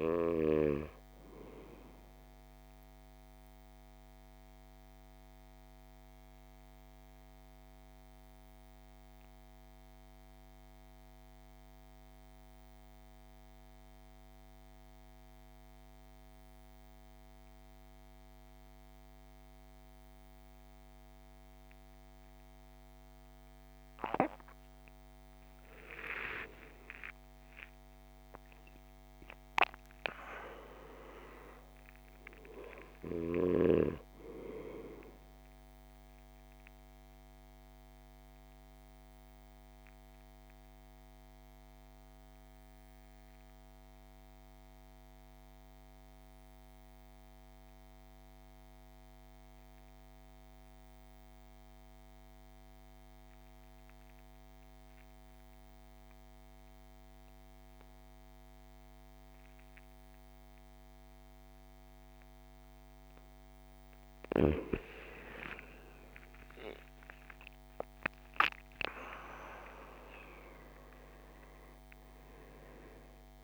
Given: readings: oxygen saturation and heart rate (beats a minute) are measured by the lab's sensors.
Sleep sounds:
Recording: breathing in sleep by a microphone on the trachea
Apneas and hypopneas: 2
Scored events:
0.00-19.00 s: oxygen desaturation (device-marked, oxygen 87% lowest, heart rate 51 extreme)
1.50-23.50 s: mixed apnea (oxygen 99% before, 82% lowest, heart rate 62 before, 51 extreme, up 18 after)
25.00-29.50 s: arousal
30.00-52.00 s: oxygen desaturation (device-marked, oxygen 98% before, 82% lowest, heart rate 54 before, 51 extreme)
36.00-62.50 s: mixed apnea (oxygen 98% before, 79% lowest, heart rate 60 before, 48 extreme, up 21 after)
62.00-73.44 s: oxygen desaturation (device-marked, oxygen 99% before, 79% lowest, heart rate 56 before, 48 extreme)
64.50-69.50 s: arousal
From the record:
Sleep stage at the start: N2 (light sleep)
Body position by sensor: on the right side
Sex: male

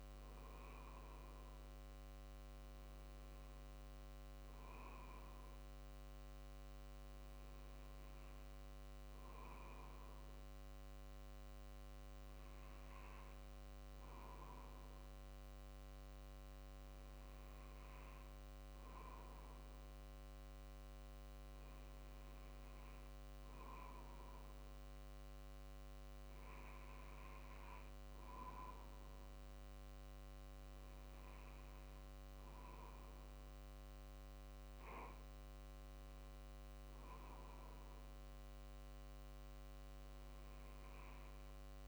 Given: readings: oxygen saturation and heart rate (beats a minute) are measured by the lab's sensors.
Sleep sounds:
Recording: breathing in sleep, hard to hear, by a microphone on the trachea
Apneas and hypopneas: none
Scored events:
27.00-41.88 s: new sleep stage, N2 (light sleep)
From the record:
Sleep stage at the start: N1 (lightest sleep)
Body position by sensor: on the right side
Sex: male

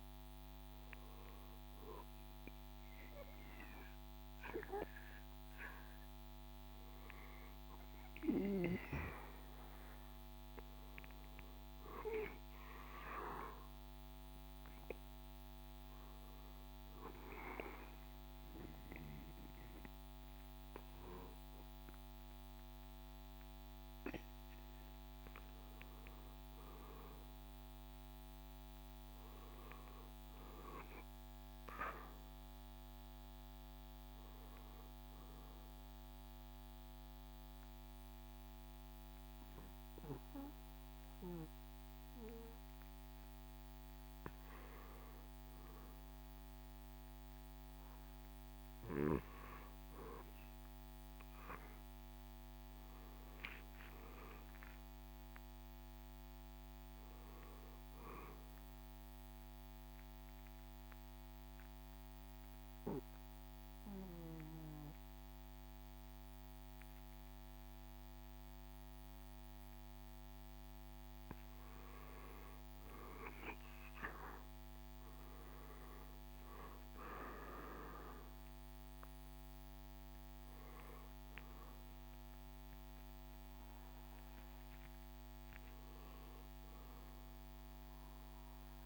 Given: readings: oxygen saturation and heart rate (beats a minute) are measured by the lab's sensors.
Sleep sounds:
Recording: breathing in sleep by a microphone on the trachea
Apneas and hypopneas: 2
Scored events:
22.50-88.86 s: new sleep stage, N2 (light sleep)
26.00-31.00 s: arousal
36.00-46.00 s: obstructive apnea (oxygen 94% before, 88% lowest, heart rate 71 before, 64 extreme, up 7 after)
53.00-58.00 s: arousal
55.50-61.50 s: oxygen desaturation (device-marked, oxygen 95% before, 91% lowest, heart rate 71 before, 64 extreme)
59.50-72.00 s: obstructive apnea (oxygen 95% before, 88% lowest, heart rate 72 before, 64 extreme, up 13 after)
75.00-79.50 s: arousal
77.50-88.86 s: drop in pulse transit time (device-marked, heart rate 69 before, 76 extreme)
80.50-88.86 s: oxygen desaturation (device-marked, oxygen 95% before, 88% lowest, heart rate 69 before, 64 extreme)
From the record:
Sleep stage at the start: N1 (lightest sleep)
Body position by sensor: on the back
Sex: male

